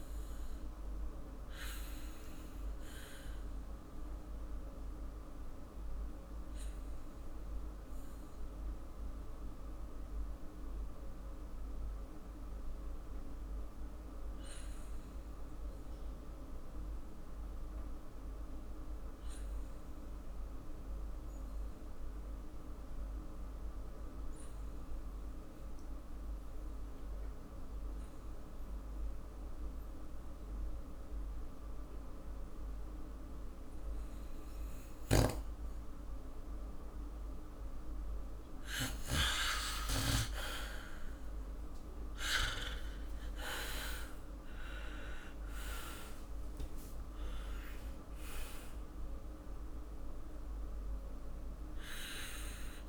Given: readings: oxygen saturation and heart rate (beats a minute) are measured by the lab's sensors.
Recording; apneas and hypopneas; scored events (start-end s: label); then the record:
breathing in sleep by a room microphone; 1
0.50-38.00 s: obstructive apnea (oxygen 98% before, 94% lowest, heart rate 52 before, 47 extreme)
33.50-42.50 s: oxygen desaturation (device-marked, oxygen 98% before, 95% lowest, heart rate 49 before, 48 extreme)
34.50-40.00 s: snoring (device-marked)
42.00-47.50 s: arousal
43.50-45.50 s: long interval between heartbeats (device-marked, heart rate 52 before, 90 extreme)
From the record:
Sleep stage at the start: N2 (light sleep); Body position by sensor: on the back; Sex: male